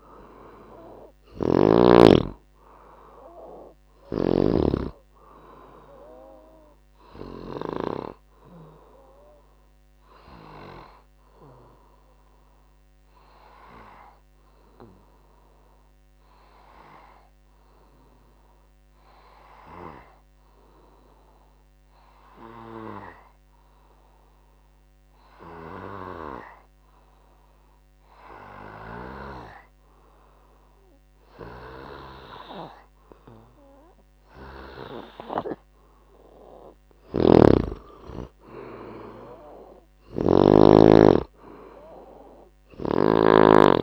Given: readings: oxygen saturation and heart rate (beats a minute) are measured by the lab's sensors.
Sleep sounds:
breathing in sleep by a microphone on the trachea; 1
0.00-1.00 s: arousal
0.00-4.50 s: snoring (device-marked)
0.00-27.50 s: oxygen desaturation (device-marked, oxygen 89% lowest, heart rate 59 extreme)
9.00-35.50 s: obstructive apnea (oxygen 99% before, 88% lowest, heart rate 68 before, 59 extreme, up 8 after)
33.50-43.83 s: oxygen desaturation (device-marked, oxygen 98% before, 88% lowest, heart rate 64 before, 60 extreme)
37.00-40.50 s: snoring (device-marked)
38.00-42.00 s: arousal
From the record:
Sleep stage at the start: N2 (light sleep); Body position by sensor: on the back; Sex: male

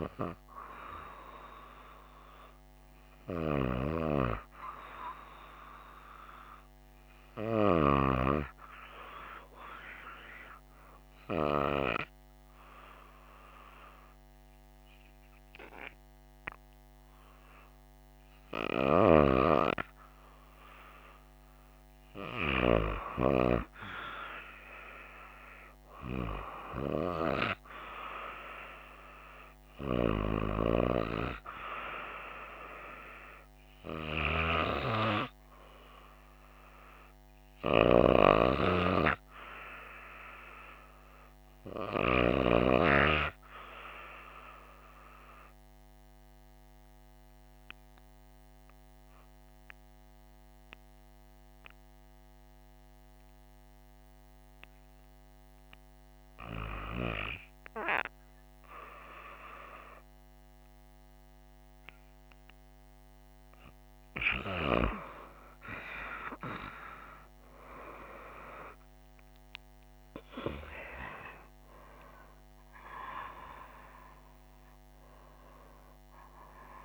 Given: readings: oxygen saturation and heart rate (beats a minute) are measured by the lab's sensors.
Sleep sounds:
breathing in sleep by a microphone on the trachea; 1
9.00-76.85 s: new sleep stage, N2 (light sleep)
45.50-56.50 s: obstructive apnea (oxygen 97% before, 93% lowest, heart rate 65 before, 60 extreme, up 0 after)
69.00-73.50 s: arousal
From the record:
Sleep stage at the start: N1 (lightest sleep); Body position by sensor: on the right side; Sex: female

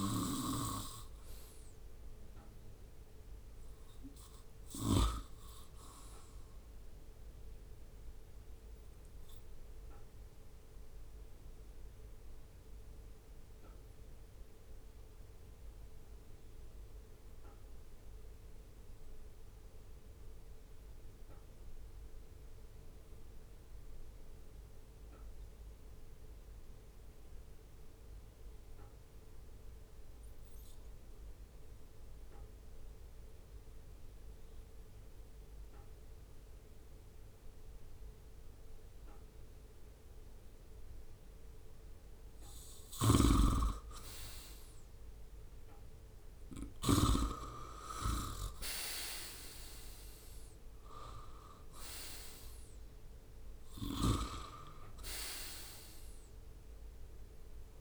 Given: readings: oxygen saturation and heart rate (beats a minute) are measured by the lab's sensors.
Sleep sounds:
breathing in sleep by a room microphone; 1
7.50-42.00 s: obstructive apnea (oxygen 96% before, 91% lowest, heart rate 74 before, 67 extreme, up 5 after)
13.00-22.00 s: oxygen desaturation (device-marked, oxygen 96% before, 91% lowest, heart rate 73 before, 72 extreme)
42.00-46.50 s: snoring (device-marked)
44.00-48.00 s: arousal
From the record:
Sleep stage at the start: REM sleep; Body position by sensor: on the right side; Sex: male

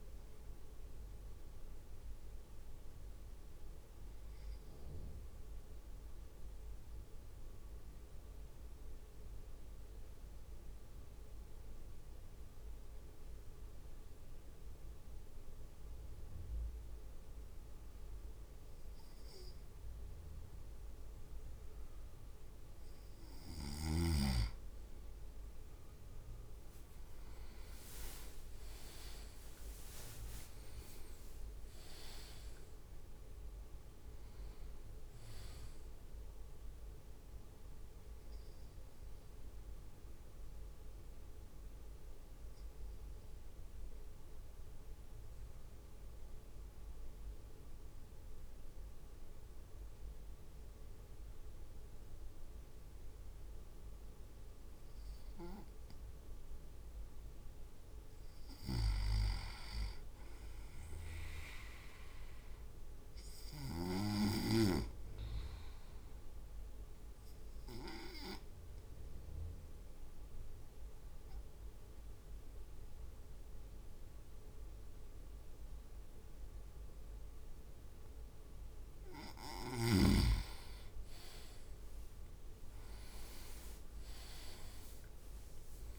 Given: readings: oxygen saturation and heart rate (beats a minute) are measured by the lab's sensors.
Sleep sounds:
breathing in sleep by a room microphone; 3
6.00-22.50 s: mixed apnea (oxygen 99% before, 97% lowest)
25.00-32.50 s: leg movement (device-marked)
28.00-32.00 s: arousal
40.50-56.50 s: mixed apnea (oxygen 99% before, 97% lowest)
58.50-61.50 s: arousal
66.00-79.50 s: obstructive apnea (oxygen 99% before, 97% lowest)
83.50-84.50 s: leg movement (device-marked)
From the record:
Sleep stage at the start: N2 (light sleep); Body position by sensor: on the right side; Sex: male

